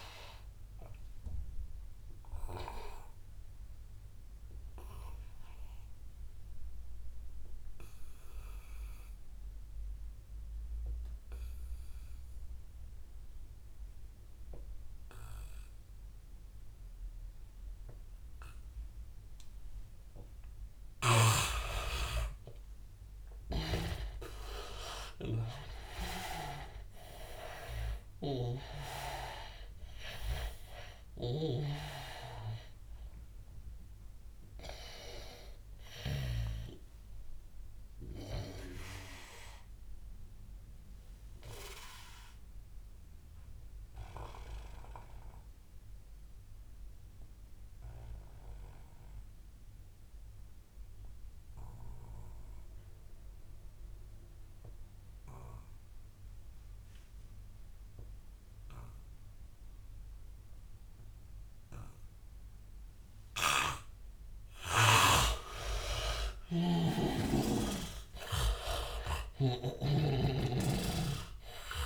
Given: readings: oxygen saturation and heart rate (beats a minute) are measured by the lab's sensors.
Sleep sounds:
breathing in sleep by a room microphone; 2
1.50-21.00 s: obstructive apnea (oxygen 100% before, 83% lowest, heart rate 101 before, 82 extreme, up 14 after)
15.50-45.50 s: oxygen desaturation (device-marked, oxygen 98% before, 83% lowest, heart rate 93 before, 84 extreme)
23.50-27.00 s: arousal
31.00-36.50 s: snoring (device-marked)
38.50-63.00 s: obstructive apnea (oxygen 98% before, 81% lowest, heart rate 94 before, 84 extreme, up 10 after)
59.50-71.86 s: oxygen desaturation (device-marked, oxygen 99% before, 81% lowest, heart rate 91 before, 78 extreme)
65.00-70.00 s: arousal
65.00-71.86 s: snoring (device-marked)
From the record:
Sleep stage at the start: N2 (light sleep); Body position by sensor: on the back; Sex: male

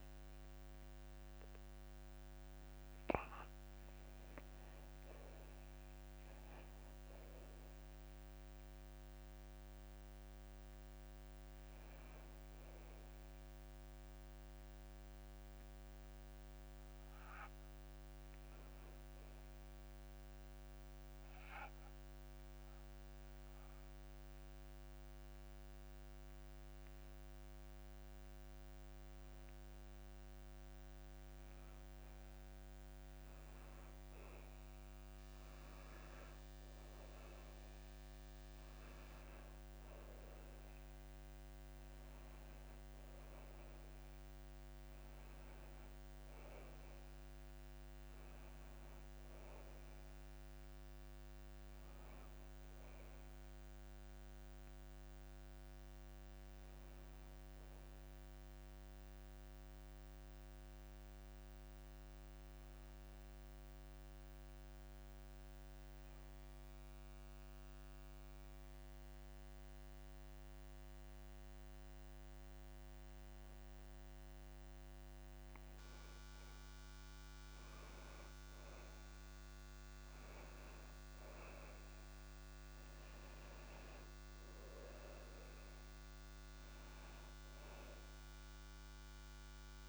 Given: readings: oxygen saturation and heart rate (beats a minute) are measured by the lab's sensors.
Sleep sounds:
a person partly awake in a sleep study, hard to hear, by a microphone on the trachea; 1
30.00-60.00 s: new sleep stage, N1 (lightest sleep)
43.00-66.00 s: oxygen desaturation (device-marked, oxygen 96% before, 91% lowest, heart rate 62 before, 59 extreme)
60.00-89.89 s: new sleep stage, N2 (light sleep)
61.00-76.00 s: hypopnea (oxygen 96% before, 89% lowest, heart rate 61 before, 59 extreme, up 2 after)
78.00-81.50 s: arousal
84.00-89.89 s: oxygen desaturation (device-marked, oxygen 97% before, 89% lowest, heart rate 61 before, 58 extreme)
From the record:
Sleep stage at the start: awake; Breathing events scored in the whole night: 305 in 3.8 hours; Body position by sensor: on the back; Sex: male

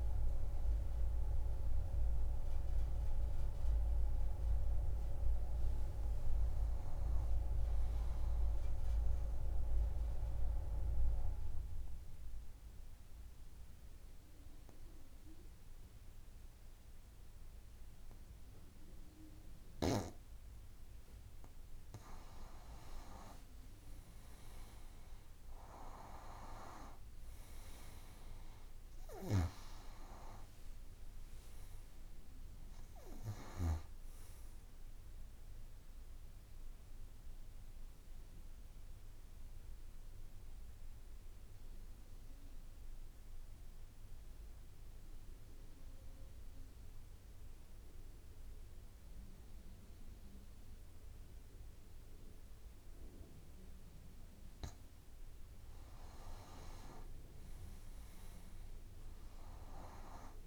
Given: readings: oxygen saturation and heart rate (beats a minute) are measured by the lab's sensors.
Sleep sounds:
breathing in sleep by a room microphone; 2
10.00-22.50 s: obstructive apnea (oxygen 96% before, 90% lowest)
22.50-50.50 s: oxygen desaturation (device-marked, oxygen 95% before, 90% lowest)
26.00-30.00 s: arousal
36.00-54.00 s: obstructive apnea (oxygen 96% before, 90% lowest)
56.00-59.50 s: arousal
From the record:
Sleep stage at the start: N2 (light sleep); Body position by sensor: on the back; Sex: female

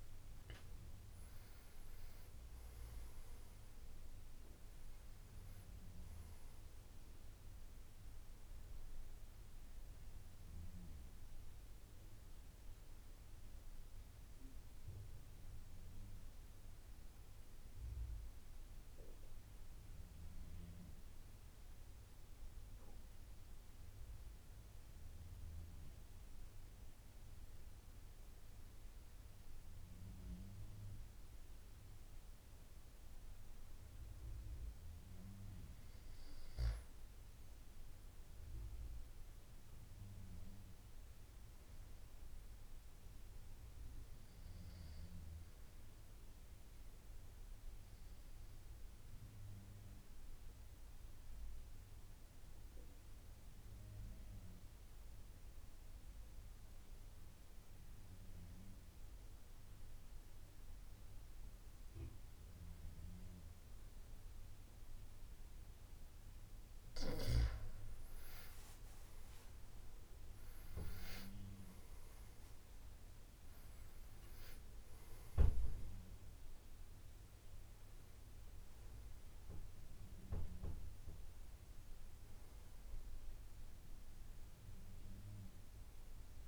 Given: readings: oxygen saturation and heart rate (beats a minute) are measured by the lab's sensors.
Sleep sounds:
breathing in sleep, hard to hear, by a room microphone; 2
1.50-18.50 s: oxygen desaturation (device-marked, oxygen 92% before, 87% lowest, heart rate 80 before, 73 extreme)
19.00-32.50 s: mixed apnea (oxygen 92% before, 85% lowest, heart rate 84 before, 67 extreme, up 8 after)
37.00-40.00 s: arousal
39.50-50.50 s: oxygen desaturation (device-marked, oxygen 97% before, 92% lowest, heart rate 76 before, 67 extreme)
45.50-66.50 s: obstructive apnea (oxygen 97% before, 85% lowest, heart rate 77 before, 71 extreme, up 8 after)
65.50-86.48 s: oxygen desaturation (device-marked, oxygen 95% before, 85% lowest, heart rate 74 before, 79 extreme)
72.50-86.48 s: new sleep stage, awake
From the record:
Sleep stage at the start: N2 (light sleep); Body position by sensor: on the back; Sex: male

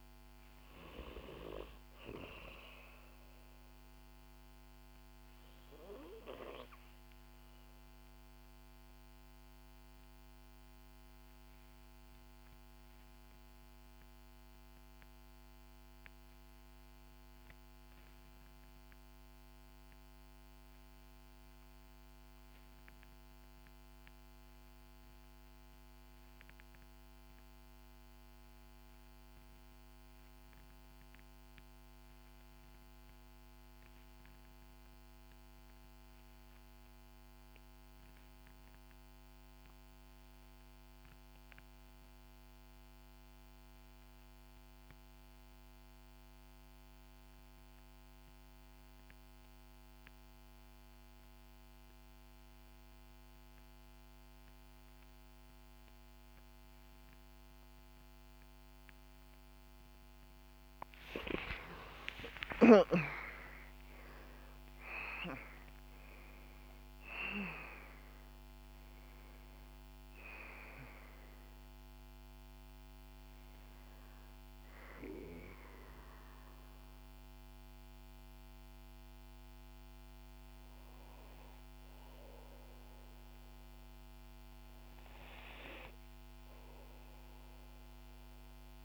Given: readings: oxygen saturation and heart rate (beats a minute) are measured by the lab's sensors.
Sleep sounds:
breathing in sleep by a microphone on the trachea; 1
0.00-15.50 s: oxygen desaturation (device-marked, oxygen 80% lowest, heart rate 59 extreme)
3.50-60.00 s: obstructive apnea (oxygen 91% before, 73% lowest, heart rate 69 before, 59 extreme, up 21 after)
31.50-88.50 s: oxygen desaturation (device-marked, oxygen 97% before, 73% lowest, heart rate 62 before, 61 extreme)
61.50-66.00 s: arousal
From the record:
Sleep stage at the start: N2 (light sleep); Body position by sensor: on the back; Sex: female

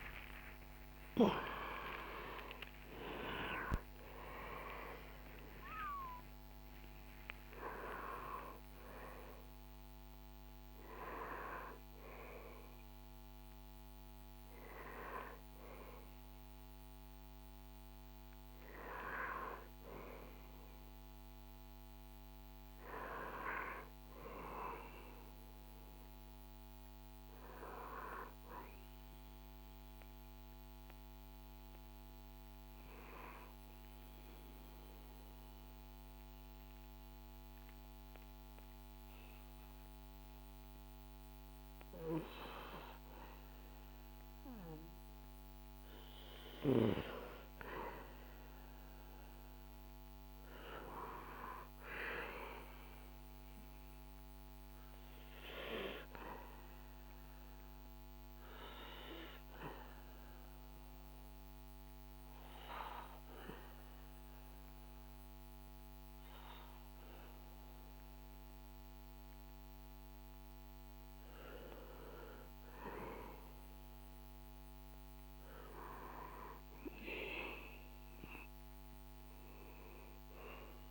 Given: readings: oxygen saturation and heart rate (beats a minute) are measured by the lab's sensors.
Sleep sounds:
breathing in sleep by a microphone on the trachea; 2
0.00-6.00 s: oxygen desaturation (device-marked, oxygen 88% lowest, heart rate 59 extreme)
3.00-80.91 s: new sleep stage, N1 (lightest sleep)
8.00-27.00 s: oxygen desaturation (device-marked, oxygen 92% before, 82% lowest, heart rate 128 before, 65 extreme)
32.50-46.00 s: mixed apnea (oxygen 100% before, 94% lowest, heart rate 79 before, 62 extreme, up 0 after)
47.00-69.00 s: oxygen desaturation (device-marked, oxygen 99% before, 94% lowest, heart rate 69 before, 62 extreme)
48.00-52.00 s: arousal
57.00-72.50 s: obstructive apnea (oxygen 100% before, 94% lowest, heart rate 66 before, 62 extreme, up 4 after)
74.50-79.50 s: arousal
From the record:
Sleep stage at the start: REM sleep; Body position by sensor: on the back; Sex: male

